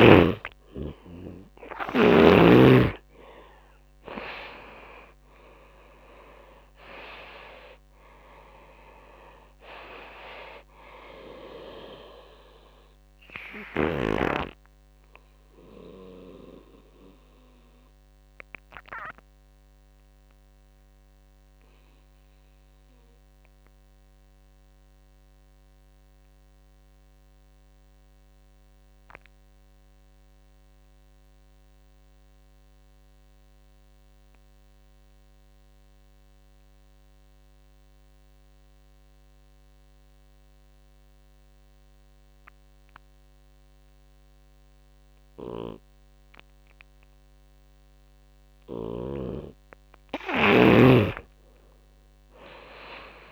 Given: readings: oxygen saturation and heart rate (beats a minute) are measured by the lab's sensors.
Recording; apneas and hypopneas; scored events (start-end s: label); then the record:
breathing in sleep by a microphone on the trachea; 1
0.00-1.50 s: snoring (device-marked)
0.00-4.00 s: arousal
0.50-34.50 s: oxygen desaturation (device-marked, oxygen 93% before, 83% lowest)
14.00-46.50 s: obstructive apnea (oxygen 97% before, 82% lowest)
42.50-53.32 s: oxygen desaturation (device-marked, oxygen 98% before, 82% lowest)
50.50-53.32 s: arousal
From the record:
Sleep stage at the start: N2 (light sleep); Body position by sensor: on the right side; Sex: male